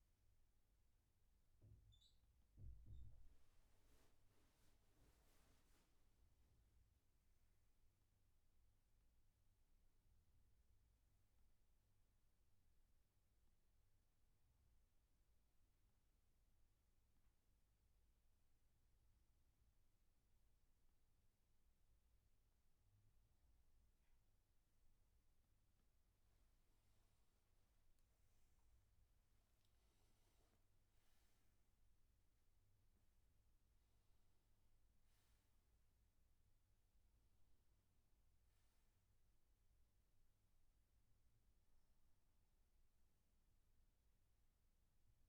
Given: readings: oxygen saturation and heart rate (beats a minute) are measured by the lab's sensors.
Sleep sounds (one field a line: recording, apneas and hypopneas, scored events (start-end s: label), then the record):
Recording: breathing in sleep, hard to hear, by a room microphone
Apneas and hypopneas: none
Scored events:
none scored
From the record:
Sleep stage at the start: N3 (deep sleep)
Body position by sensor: on the right side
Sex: male